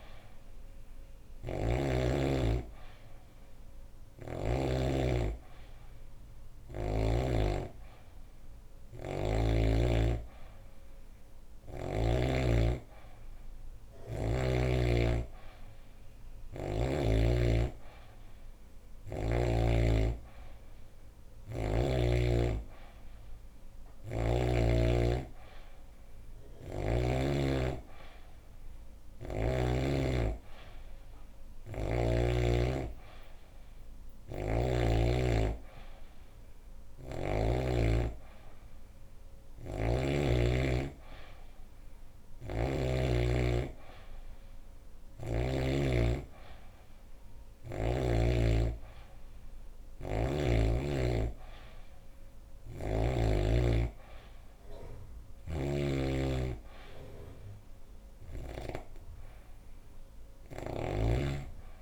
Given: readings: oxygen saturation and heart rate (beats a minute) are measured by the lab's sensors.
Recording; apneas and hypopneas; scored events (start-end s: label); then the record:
breathing in sleep by a room microphone; none
0.00-1.50 s: snoring (device-marked)
31.00-34.50 s: snoring (device-marked)
39.00-42.50 s: snoring (device-marked)
52.00-60.50 s: snoring (device-marked)
From the record:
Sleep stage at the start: N3 (deep sleep); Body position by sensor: on the back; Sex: female